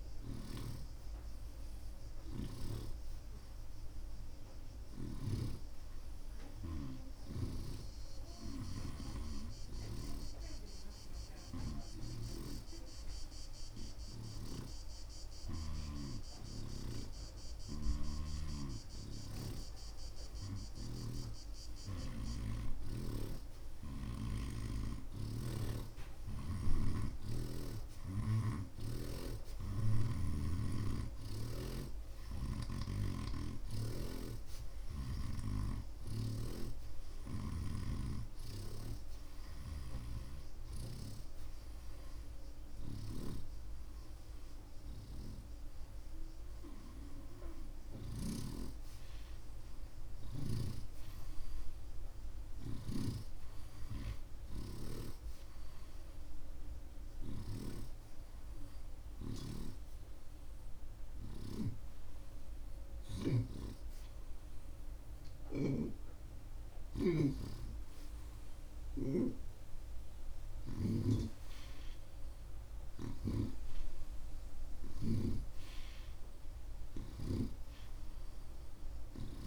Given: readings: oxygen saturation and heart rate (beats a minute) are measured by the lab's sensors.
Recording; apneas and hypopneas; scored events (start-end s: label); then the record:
breathing in sleep by a room microphone; none
12.00-17.00 s: snoring (device-marked)
23.00-63.50 s: snoring (device-marked)
65.50-79.47 s: snoring (device-marked)
From the record:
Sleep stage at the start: N2 (light sleep); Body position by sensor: on the right side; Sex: male